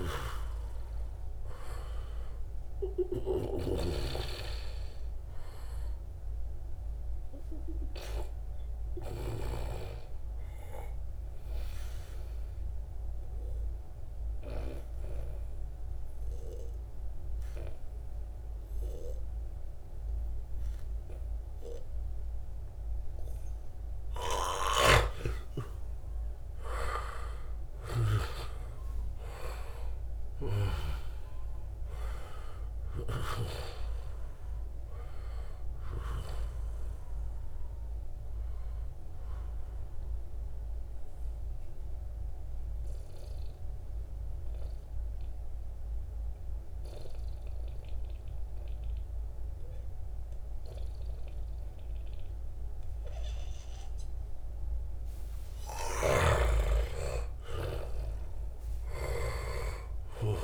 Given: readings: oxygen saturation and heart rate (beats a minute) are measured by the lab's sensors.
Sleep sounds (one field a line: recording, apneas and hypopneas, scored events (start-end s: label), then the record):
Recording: breathing in sleep by a room microphone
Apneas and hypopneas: 2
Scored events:
0.00-8.50 s: snoring (device-marked)
0.50-14.50 s: oxygen desaturation (device-marked, oxygen 96% before, 92% lowest, heart rate 86 before, 70 extreme)
11.50-24.00 s: obstructive apnea (oxygen 97% before, 87% lowest, heart rate 83 before, 70 extreme, up 4 after)
24.00-27.50 s: snoring (device-marked)
24.50-29.00 s: arousal
27.50-49.50 s: oxygen desaturation (device-marked, oxygen 95% before, 87% lowest, heart rate 78 before, 70 extreme)
39.00-55.00 s: obstructive apnea (oxygen 95% before, 87% lowest, heart rate 75 before, 70 extreme, up 3 after)
56.00-59.50 s: arousal
From the record:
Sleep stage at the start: N2 (light sleep)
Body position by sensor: on the back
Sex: male